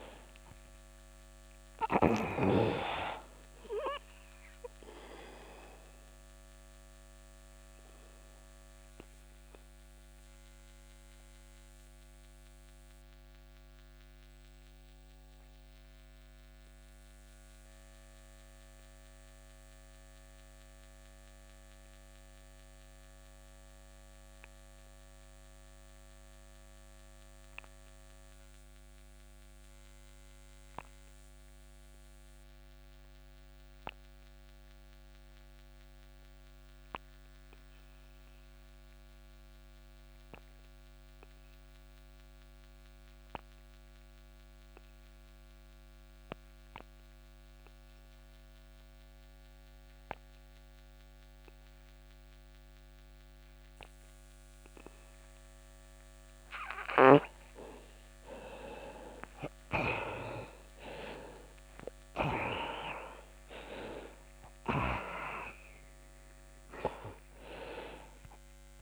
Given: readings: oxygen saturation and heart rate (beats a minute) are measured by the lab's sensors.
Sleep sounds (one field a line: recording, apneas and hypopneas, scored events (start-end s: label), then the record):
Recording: breathing in sleep by a microphone on the trachea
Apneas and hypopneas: 1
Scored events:
0.00-27.00 s: oxygen desaturation (device-marked, oxygen 85% lowest)
3.50-57.00 s: obstructive apnea (oxygen 98% before, 82% lowest)
46.00-68.82 s: oxygen desaturation (device-marked, oxygen 98% before, 82% lowest)
59.50-62.50 s: arousal
From the record:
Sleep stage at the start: N2 (light sleep)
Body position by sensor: on the back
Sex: male